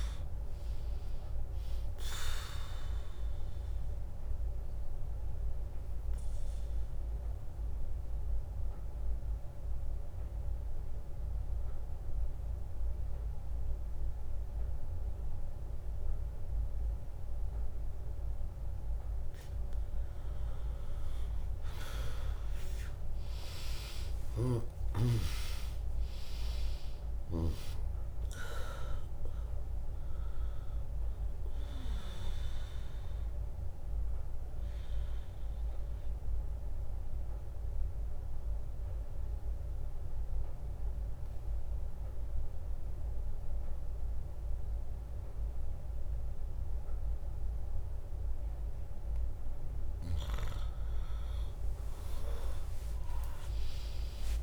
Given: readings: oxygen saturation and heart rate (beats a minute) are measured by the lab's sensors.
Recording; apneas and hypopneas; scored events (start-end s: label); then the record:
breathing in sleep by a room microphone; 2
0.00-10.50 s: drop in pulse transit time (device-marked, heart rate 74 extreme)
3.50-19.00 s: obstructive apnea (oxygen 100% before, 96% lowest, heart rate 73 before, 58 extreme)
22.00-26.00 s: arousal
25.50-41.50 s: drop in pulse transit time (device-marked, heart rate 74 before, 63 extreme)
26.50-44.50 s: oxygen desaturation (device-marked, oxygen 100% before, 96% lowest, heart rate 73 before, 59 extreme)
30.50-48.00 s: mixed apnea (oxygen 100% before, 96% lowest, heart rate 70 before, 59 extreme)
49.50-51.50 s: bradycardia (device-marked, heart rate 75 before, 66 extreme)
52.50-54.43 s: arousal
From the record:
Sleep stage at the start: N2 (light sleep); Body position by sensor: on the back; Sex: female